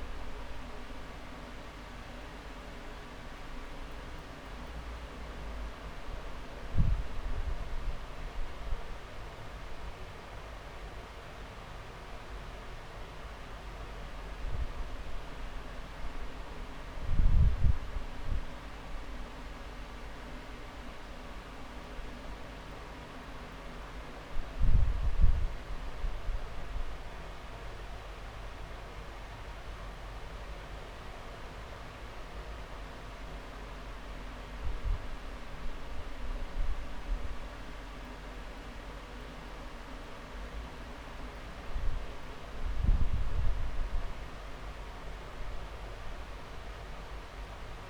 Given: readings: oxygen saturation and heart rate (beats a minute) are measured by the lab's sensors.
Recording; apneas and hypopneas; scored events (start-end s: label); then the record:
breathing in sleep, hard to hear, by a room microphone; none
0.00-1.50 s: long interval between heartbeats (device-marked)
1.00-5.00 s: drop in pulse transit time (device-marked)
4.50-6.50 s: long interval between heartbeats (device-marked)
10.00-12.00 s: long interval between heartbeats (device-marked)
22.00-24.00 s: long interval between heartbeats (device-marked)
29.00-31.00 s: long interval between heartbeats (device-marked)
38.00-40.00 s: long interval between heartbeats (device-marked)
43.50-45.50 s: long interval between heartbeats (device-marked)
From the record:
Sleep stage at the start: N2 (light sleep); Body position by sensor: on the back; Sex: male